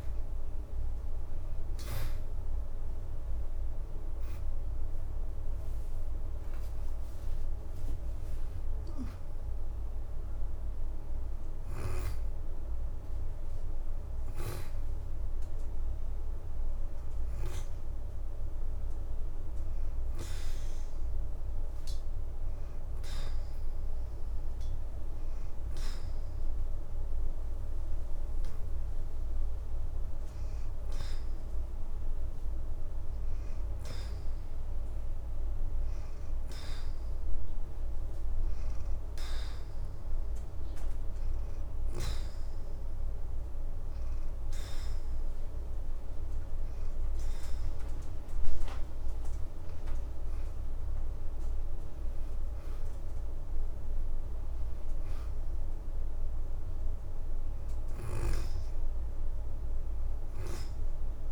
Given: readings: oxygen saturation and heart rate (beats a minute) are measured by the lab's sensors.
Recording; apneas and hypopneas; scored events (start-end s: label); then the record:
breathing in sleep, hard to hear, by a room microphone; 1
0.00-13.00 s: oxygen desaturation (device-marked, oxygen 85% lowest, heart rate 81 extreme)
4.00-6.00 s: leg movement (device-marked)
5.00-10.00 s: arousal
18.50-47.50 s: hypopnea (oxygen 94% before, 86% lowest, heart rate 88 before, 81 extreme, up 0 after)
29.00-52.00 s: oxygen desaturation (device-marked, oxygen 93% before, 86% lowest, heart rate 84 before, 81 extreme)
30.50-37.00 s: leg movement (device-marked)
47.00-49.50 s: leg movement (device-marked)
49.50-53.50 s: arousal
51.50-52.50 s: leg movement (device-marked)
53.00-59.00 s: leg movement (device-marked)
From the record:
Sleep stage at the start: N2 (light sleep); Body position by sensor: on the back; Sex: female